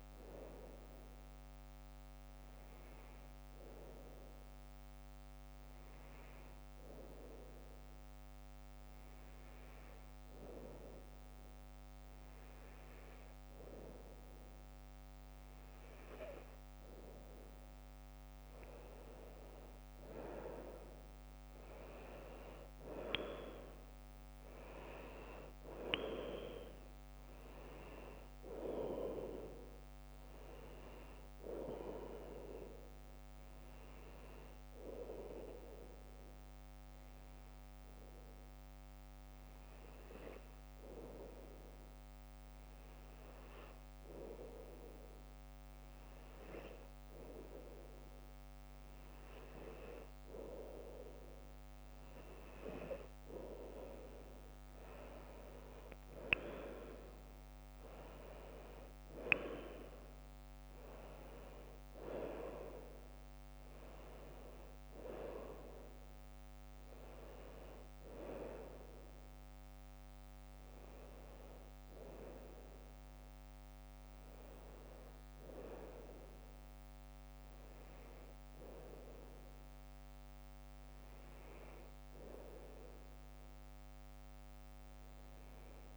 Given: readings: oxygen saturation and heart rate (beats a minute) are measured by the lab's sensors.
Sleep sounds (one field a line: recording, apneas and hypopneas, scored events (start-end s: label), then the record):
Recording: breathing in sleep by a microphone on the trachea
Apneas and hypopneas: 1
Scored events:
20.00-24.00 s: arousal
35.00-49.50 s: hypopnea (oxygen 98% before, 94% lowest, heart rate 61 before, 56 extreme, up 5 after)
54.50-58.50 s: arousal
83.50-85.97 s: arousal
From the record:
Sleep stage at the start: N2 (light sleep)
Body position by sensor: on the back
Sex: female